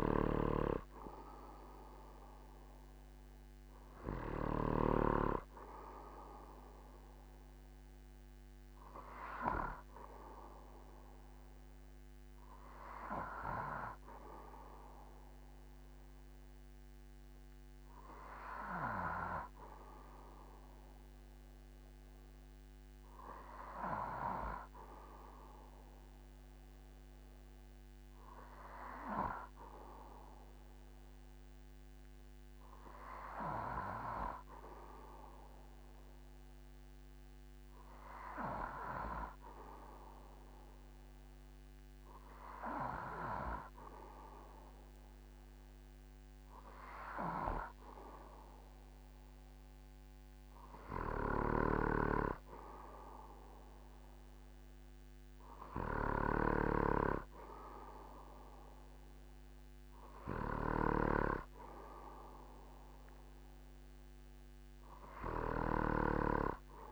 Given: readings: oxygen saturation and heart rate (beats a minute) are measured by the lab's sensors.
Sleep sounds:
breathing in sleep by a microphone on the trachea; none
none scored
From the record:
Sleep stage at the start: N2 (light sleep); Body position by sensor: on the back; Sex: male

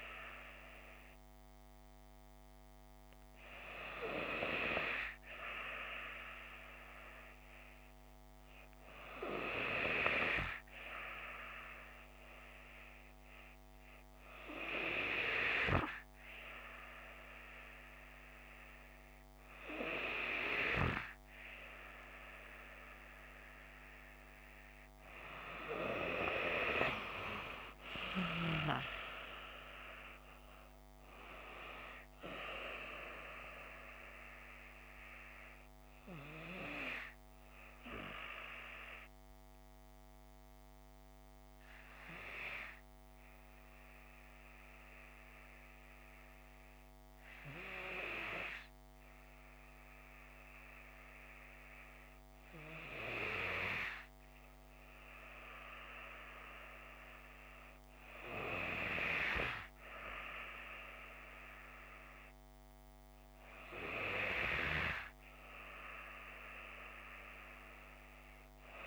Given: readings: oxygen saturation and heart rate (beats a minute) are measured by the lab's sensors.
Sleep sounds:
breathing in sleep by a microphone on the trachea; 2
10.00-24.50 s: hypopnea (oxygen 96% before, 94% lowest)
28.00-32.00 s: arousal
39.00-56.00 s: hypopnea (oxygen 96% before, 94% lowest)
58.50-62.50 s: arousal
From the record:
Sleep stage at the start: N2 (light sleep); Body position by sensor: on the left side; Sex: female

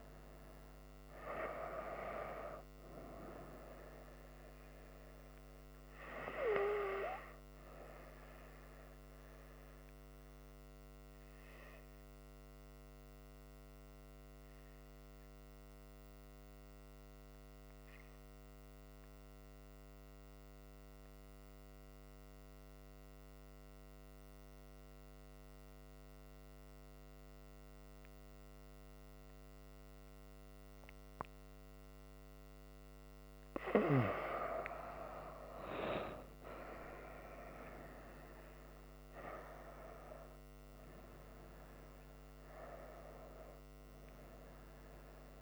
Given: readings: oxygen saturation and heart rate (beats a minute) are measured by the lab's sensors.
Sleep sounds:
breathing in sleep by a microphone on the trachea; 1
14.00-34.00 s: obstructive apnea (oxygen 98% before, 94% lowest, heart rate 69 before, 64 extreme, up 5 after)
20.50-25.50 s: oxygen desaturation (device-marked, oxygen 98% before, 95% lowest, heart rate 67 before, 68 extreme)
36.00-39.50 s: arousal
From the record:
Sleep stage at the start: N2 (light sleep); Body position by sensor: on the front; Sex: female

